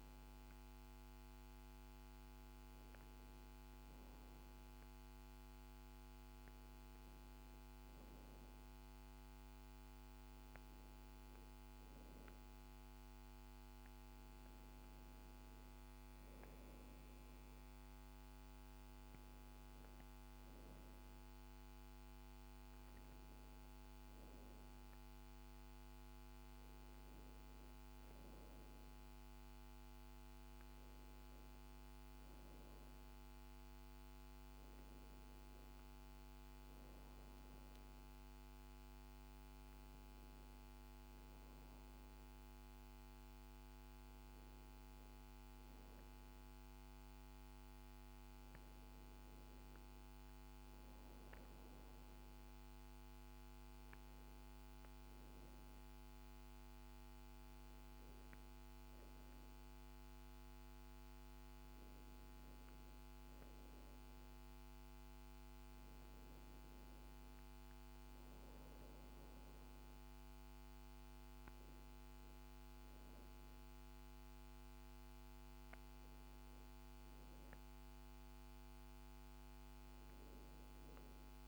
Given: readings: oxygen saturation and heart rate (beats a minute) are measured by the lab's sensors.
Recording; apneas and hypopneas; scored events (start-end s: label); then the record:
a person partly awake in a sleep study, hard to hear, by a microphone on the trachea; none
26.00-81.48 s: new sleep stage, N1 (lightest sleep)
From the record:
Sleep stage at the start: awake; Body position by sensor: on the back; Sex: female